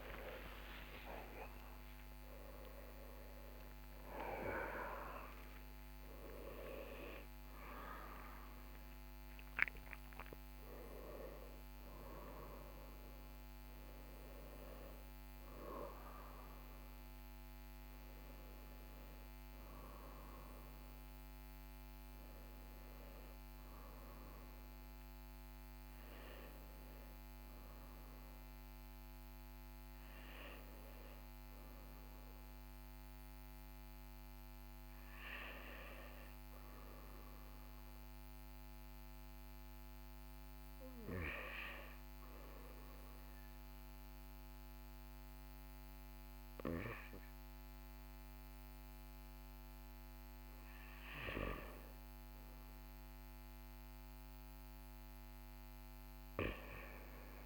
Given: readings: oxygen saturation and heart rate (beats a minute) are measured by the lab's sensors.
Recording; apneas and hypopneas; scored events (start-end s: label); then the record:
a person awake in a sleep study, by a microphone on the trachea; none
29.50-57.46 s: new sleep stage, N1 (lightest sleep)
From the record:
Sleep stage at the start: awake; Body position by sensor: on the right side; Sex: male